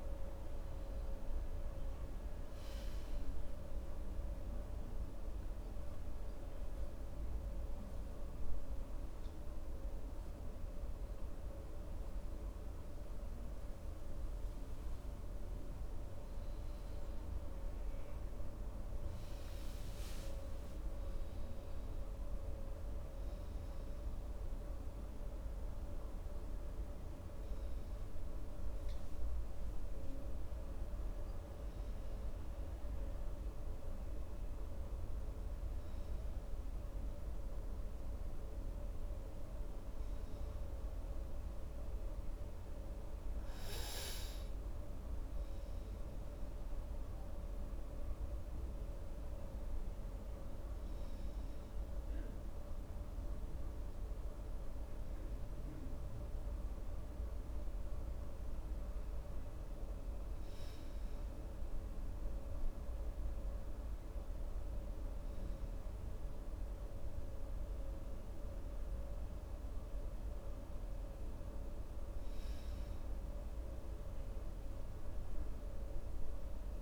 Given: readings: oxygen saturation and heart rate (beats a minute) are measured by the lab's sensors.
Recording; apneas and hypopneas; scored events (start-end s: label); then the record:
breathing in sleep, hard to hear, by a room microphone; 1
2.50-16.00 s: obstructive apnea (oxygen 96% before, 93% lowest, heart rate 67 before, 65 extreme, up 3 after)
17.50-22.00 s: arousal
From the record:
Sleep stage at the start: N2 (light sleep); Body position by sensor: on the right side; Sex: male